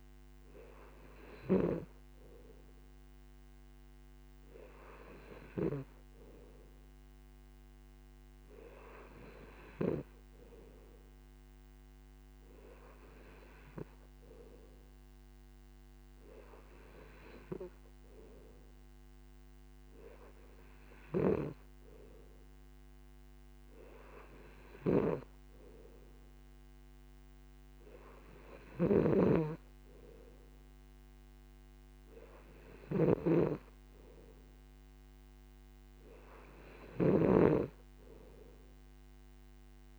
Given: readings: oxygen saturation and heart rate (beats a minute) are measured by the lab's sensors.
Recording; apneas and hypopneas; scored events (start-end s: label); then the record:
breathing in sleep by a microphone on the trachea; none
29.00-39.99 s: snoring (device-marked)
From the record:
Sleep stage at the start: N2 (light sleep); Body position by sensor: on the right side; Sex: male